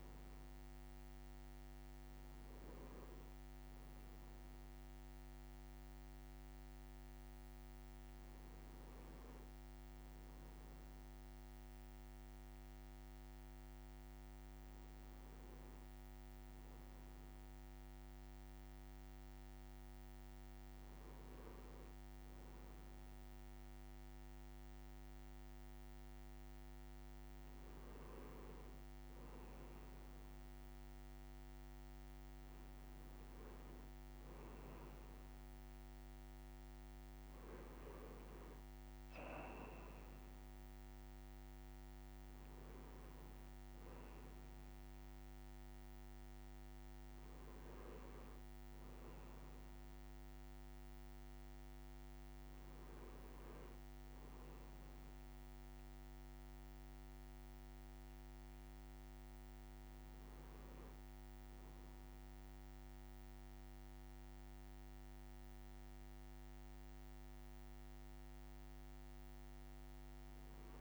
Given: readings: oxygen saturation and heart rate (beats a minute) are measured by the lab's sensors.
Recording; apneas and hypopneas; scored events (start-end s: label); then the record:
a person awake in a sleep study, hard to hear, by a microphone on the trachea; none
none scored
From the record:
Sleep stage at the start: awake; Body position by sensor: on the right side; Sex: male